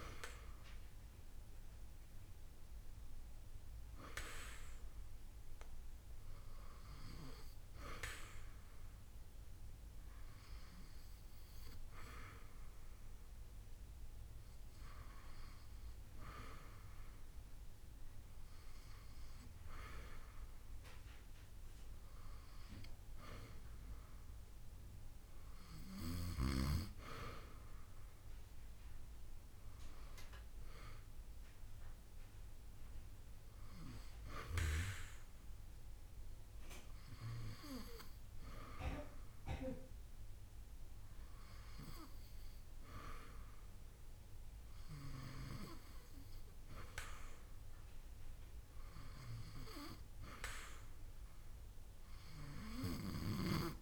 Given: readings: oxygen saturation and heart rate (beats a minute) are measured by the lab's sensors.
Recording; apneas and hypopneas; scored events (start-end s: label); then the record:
breathing in sleep by a room microphone; none
20.00-22.00 s: long interval between heartbeats (device-marked)
From the record:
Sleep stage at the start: N2 (light sleep); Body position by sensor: on the back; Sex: female